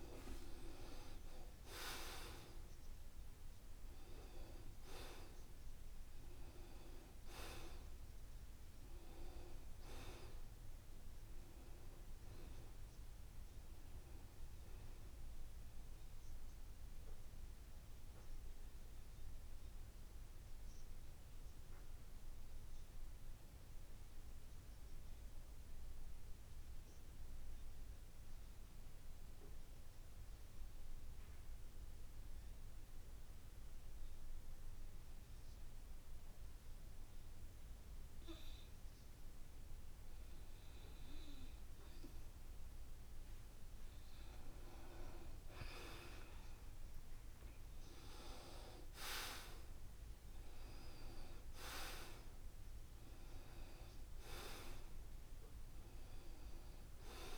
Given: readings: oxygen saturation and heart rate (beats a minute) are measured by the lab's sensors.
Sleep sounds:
breathing in sleep by a room microphone; 1
0.00-9.50 s: oxygen desaturation (device-marked, oxygen 91% lowest, heart rate 73 extreme)
19.50-22.50 s: arousal
25.00-43.00 s: obstructive apnea (oxygen 95% before, 85% lowest, heart rate 75 before, 73 extreme, up 6 after)
36.50-57.38 s: oxygen desaturation (device-marked, oxygen 95% before, 85% lowest, heart rate 73 before, 72 extreme)
46.00-50.00 s: arousal
From the record:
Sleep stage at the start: N2 (light sleep); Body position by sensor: on the back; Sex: male

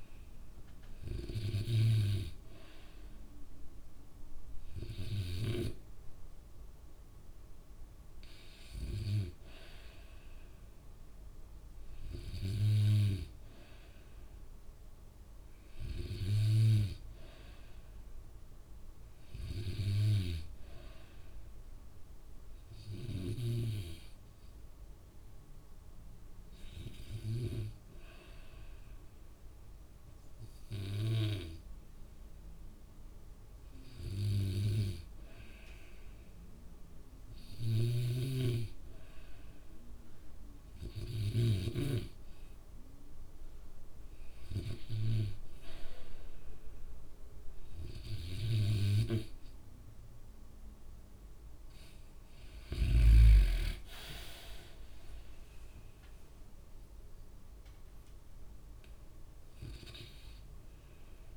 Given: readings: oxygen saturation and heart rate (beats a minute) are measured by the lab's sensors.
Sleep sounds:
breathing in sleep by a room microphone; 1
25.50-39.00 s: hypopnea (oxygen 97% before, 94% lowest, heart rate 63 before, 62 extreme, up 5 after)
37.50-42.00 s: snoring (device-marked)
42.00-45.00 s: arousal
From the record:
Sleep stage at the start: N2 (light sleep); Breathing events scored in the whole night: 235 in 4.1 hours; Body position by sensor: on the back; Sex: male

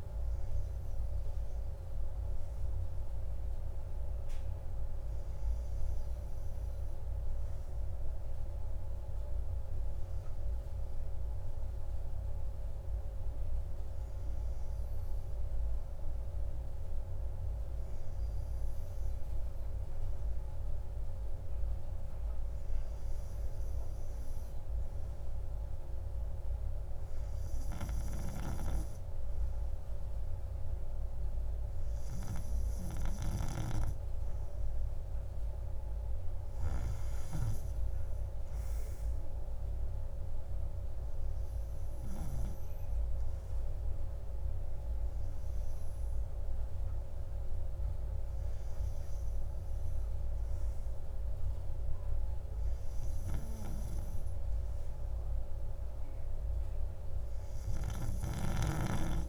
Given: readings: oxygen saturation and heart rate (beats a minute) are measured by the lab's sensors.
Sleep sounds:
breathing in sleep by a room microphone; none
none scored
From the record:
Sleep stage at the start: N2 (light sleep); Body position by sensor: on the right side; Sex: male

